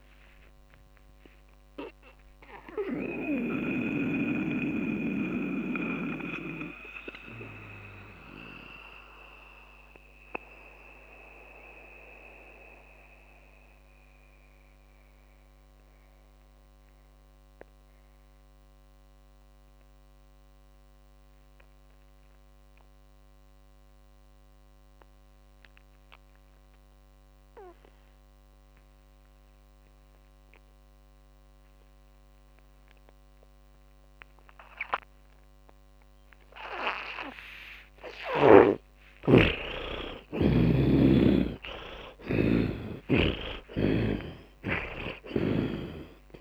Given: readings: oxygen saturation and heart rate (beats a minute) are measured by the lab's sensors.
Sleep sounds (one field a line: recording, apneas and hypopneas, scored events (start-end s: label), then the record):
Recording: breathing in sleep by a microphone on the trachea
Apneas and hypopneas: 1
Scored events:
0.00-22.50 s: oxygen desaturation (device-marked, oxygen 78% lowest, heart rate 46 extreme)
2.50-38.50 s: mixed apnea (oxygen 100% before, 76% lowest, heart rate 82 before, 46 extreme, up 39 after)
39.00-44.50 s: arousal
From the record:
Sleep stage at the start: N2 (light sleep)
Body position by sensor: on the back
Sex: male